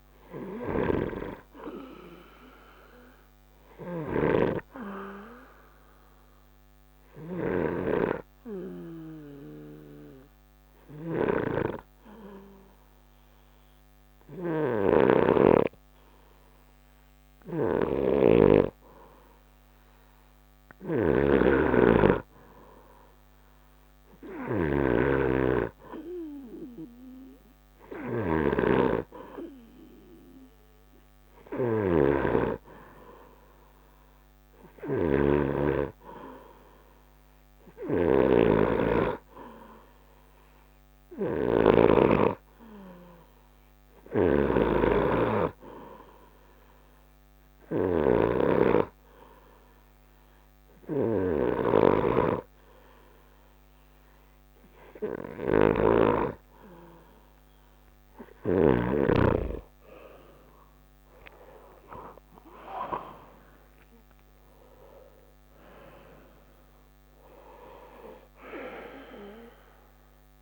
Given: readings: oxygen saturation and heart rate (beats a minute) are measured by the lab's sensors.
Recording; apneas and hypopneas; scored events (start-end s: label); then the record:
breathing in sleep by a microphone on the trachea; 2
0.00-12.50 s: oxygen desaturation (device-marked, oxygen 90% lowest, heart rate 37 extreme)
0.00-42.00 s: snoring (device-marked)
5.50-19.00 s: hypopnea (oxygen 96% before, 89% lowest, heart rate 55 before, 37 extreme, up 0 after)
44.00-59.00 s: snoring (device-marked)
47.50-58.00 s: hypopnea (oxygen 94% before, 89% lowest, heart rate 48 before, 51 extreme, up 19 after)
61.00-65.50 s: arousal
From the record:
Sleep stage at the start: N2 (light sleep); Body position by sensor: on the right side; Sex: male